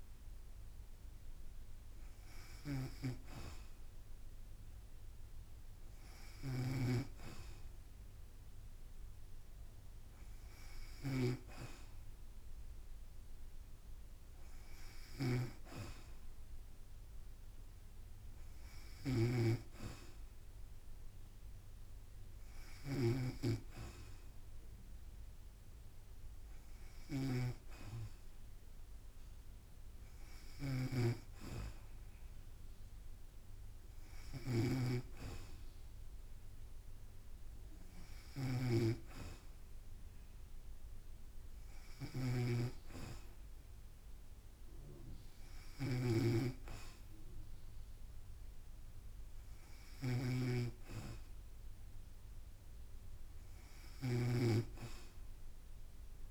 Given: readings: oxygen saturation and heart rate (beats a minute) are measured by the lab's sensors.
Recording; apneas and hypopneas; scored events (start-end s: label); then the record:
breathing in sleep by a room microphone; none
0.00-56.31 s: snoring (device-marked)
From the record:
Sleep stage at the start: N2 (light sleep); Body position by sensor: on the back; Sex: female